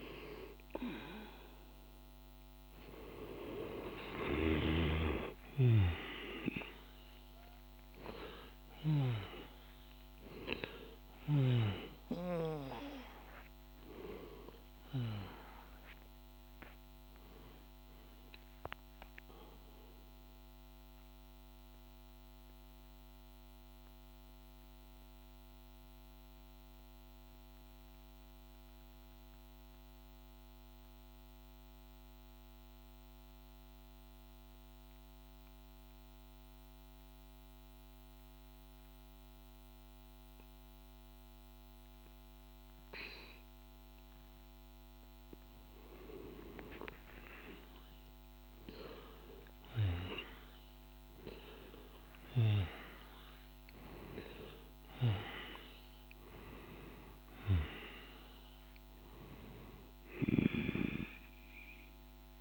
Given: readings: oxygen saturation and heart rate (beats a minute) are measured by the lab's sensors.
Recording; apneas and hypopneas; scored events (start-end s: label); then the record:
breathing in sleep by a microphone on the trachea; 1
0.00-28.50 s: oxygen desaturation (device-marked, oxygen 90% lowest, heart rate 49 extreme)
4.00-8.00 s: snoring (device-marked)
4.00-8.50 s: arousal
20.00-43.50 s: mixed apnea (oxygen 97% before, 90% lowest, heart rate 67 before, 49 extreme, up 14 after)
45.50-62.41 s: oxygen desaturation (device-marked, oxygen 99% before, 90% lowest, heart rate 51 before, 48 extreme)
46.00-51.00 s: arousal
From the record:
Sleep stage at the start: N2 (light sleep); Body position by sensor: on the back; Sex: male